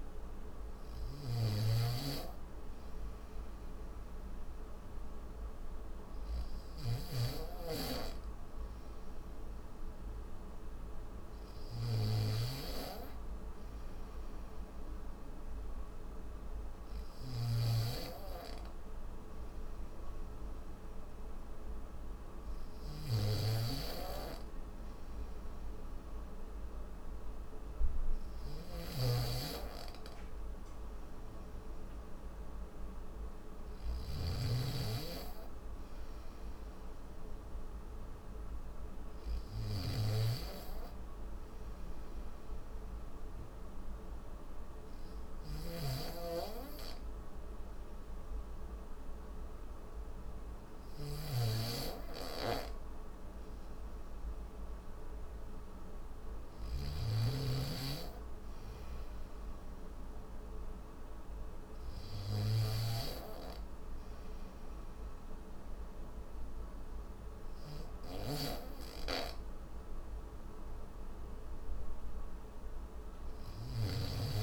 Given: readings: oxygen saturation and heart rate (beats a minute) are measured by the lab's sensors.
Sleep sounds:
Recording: breathing in sleep by a room microphone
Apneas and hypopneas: 1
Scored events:
0.50-62.50 s: snoring (device-marked)
41.50-56.00 s: hypopnea (oxygen 94% before, 91% lowest, heart rate 75 before, 73 extreme, up 3 after)
73.00-74.43 s: snoring (device-marked)
From the record:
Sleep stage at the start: N3 (deep sleep)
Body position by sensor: on the back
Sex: male

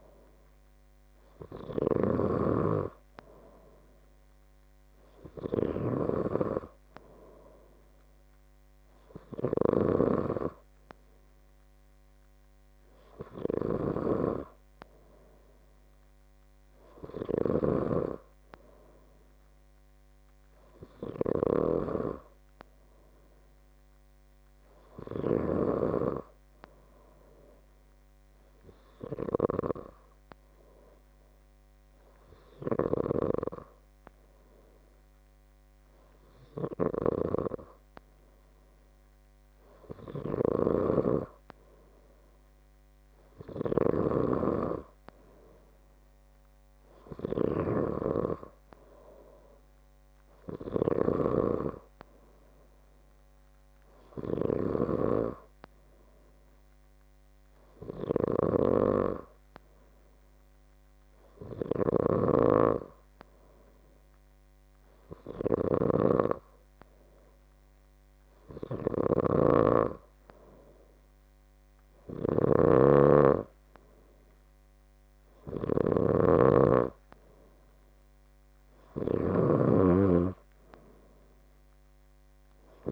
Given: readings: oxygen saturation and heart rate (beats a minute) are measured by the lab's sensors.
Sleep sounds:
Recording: breathing in sleep by a microphone on the trachea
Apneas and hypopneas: none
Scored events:
37.50-82.92 s: new sleep stage, N3 (deep sleep)
From the record:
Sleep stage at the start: N2 (light sleep)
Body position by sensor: on the left side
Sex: male

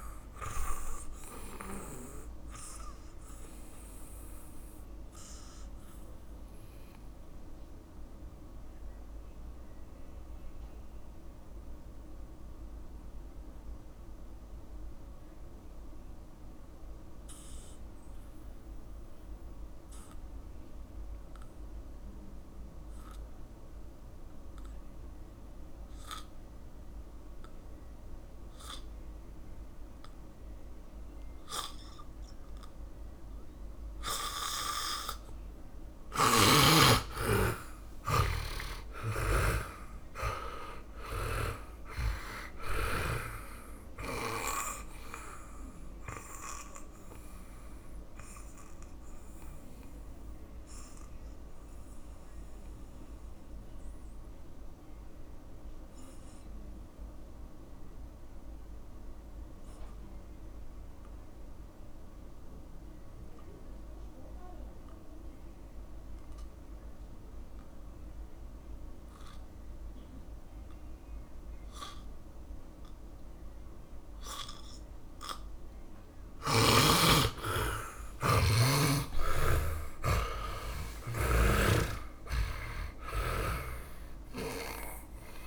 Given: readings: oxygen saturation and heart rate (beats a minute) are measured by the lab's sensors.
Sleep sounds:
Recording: breathing in sleep by a room microphone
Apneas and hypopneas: 2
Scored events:
2.00-21.00 s: oxygen desaturation (device-marked, oxygen 99% before, 82% lowest, heart rate 57 before, 47 extreme)
3.50-35.00 s: obstructive apnea (oxygen 100% before, 82% lowest, heart rate 58 before, 47 extreme, up 14 after)
34.00-66.00 s: oxygen desaturation (device-marked, oxygen 100% before, 82% lowest, heart rate 56 before, 49 extreme)
38.00-42.00 s: arousal
39.00-44.00 s: snoring (device-marked)
48.00-76.50 s: obstructive apnea (oxygen 100% before, 80% lowest, heart rate 58 before, 49 extreme, up 19 after)
74.00-85.47 s: oxygen desaturation (device-marked, oxygen 100% before, 92% lowest, heart rate 60 before, 53 extreme)
79.00-84.00 s: arousal
From the record:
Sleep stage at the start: N2 (light sleep)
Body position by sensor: on the back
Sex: male

